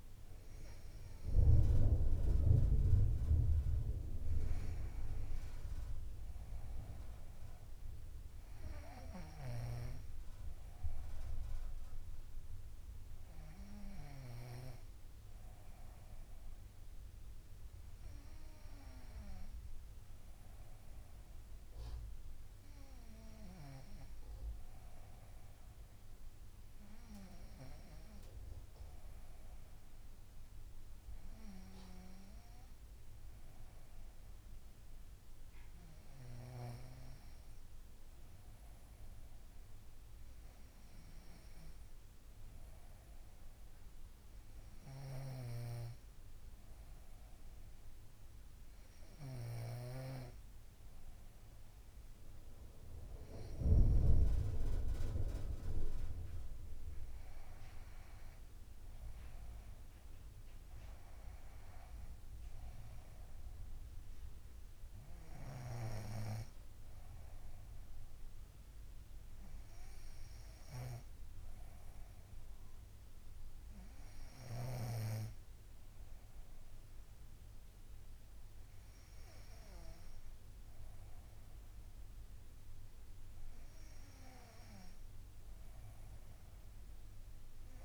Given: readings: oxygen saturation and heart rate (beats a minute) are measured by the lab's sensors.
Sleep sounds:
breathing in sleep by a room microphone; none
4.00-8.50 s: arousal
45.00-50.00 s: snoring (device-marked)
56.50-61.00 s: arousal
From the record:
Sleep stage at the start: N2 (light sleep); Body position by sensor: on the front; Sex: female

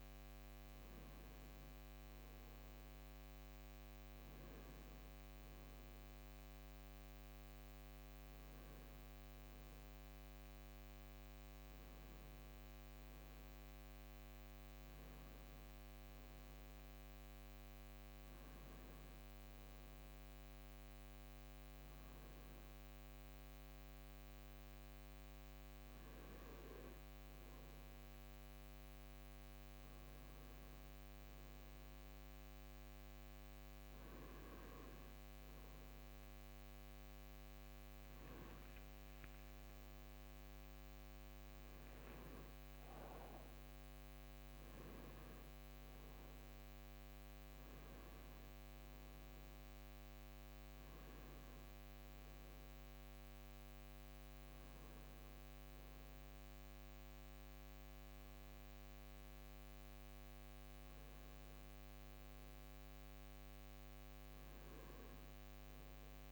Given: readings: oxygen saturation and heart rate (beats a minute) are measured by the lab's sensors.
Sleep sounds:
breathing in sleep, hard to hear, by a microphone on the trachea; none
38.00-43.00 s: arousal
52.00-66.32 s: new sleep stage, N2 (light sleep)
From the record:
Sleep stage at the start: N1 (lightest sleep); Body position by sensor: on the right side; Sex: male

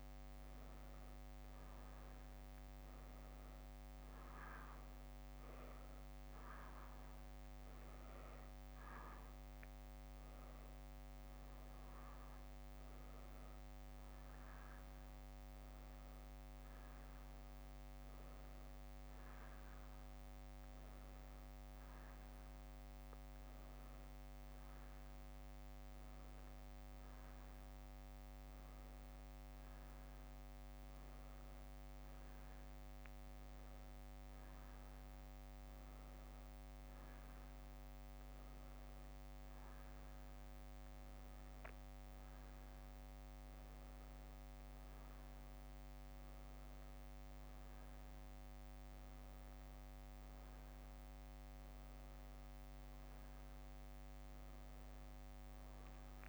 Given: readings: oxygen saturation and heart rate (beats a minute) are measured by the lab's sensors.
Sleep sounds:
breathing in sleep, hard to hear, by a microphone on the trachea; none
18.00-19.50 s: leg movement (device-marked)
From the record:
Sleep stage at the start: N1 (lightest sleep); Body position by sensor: on the back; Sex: female

